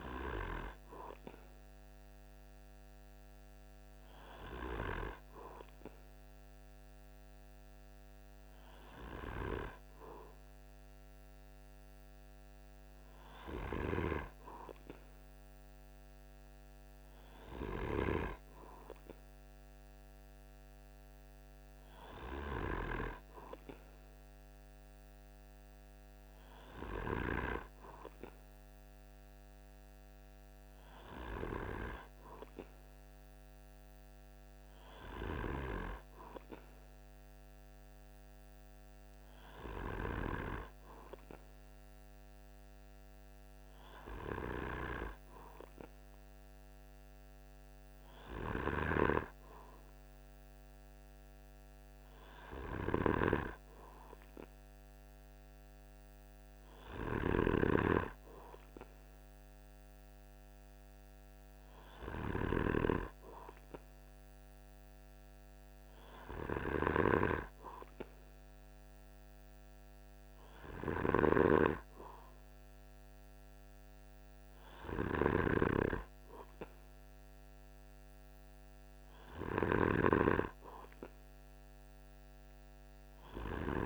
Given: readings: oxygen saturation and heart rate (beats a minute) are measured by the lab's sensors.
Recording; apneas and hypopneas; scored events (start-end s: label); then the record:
breathing in sleep by a microphone on the trachea; none
52.50-62.50 s: snoring (device-marked)
70.50-75.00 s: snoring (device-marked)
From the record:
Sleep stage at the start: N2 (light sleep); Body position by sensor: on the right side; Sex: male